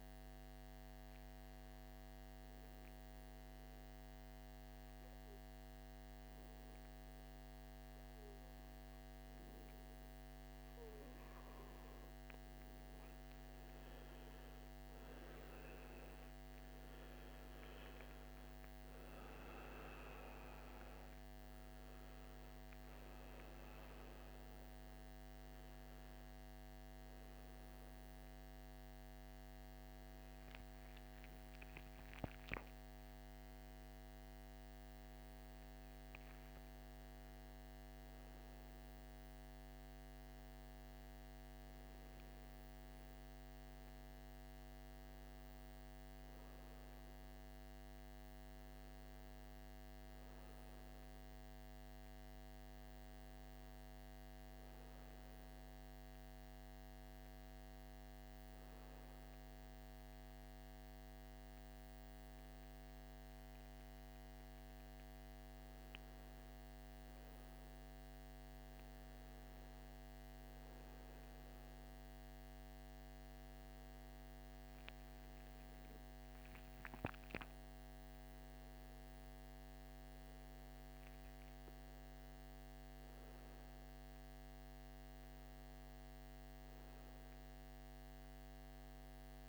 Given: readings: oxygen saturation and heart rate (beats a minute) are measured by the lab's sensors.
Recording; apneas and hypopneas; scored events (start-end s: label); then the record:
breathing in sleep, hard to hear, by a microphone on the trachea; none
29.50-34.00 s: arousal
32.50-89.49 s: new sleep stage, N1 (lightest sleep)
From the record:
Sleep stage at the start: N2 (light sleep); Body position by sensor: on the right side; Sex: male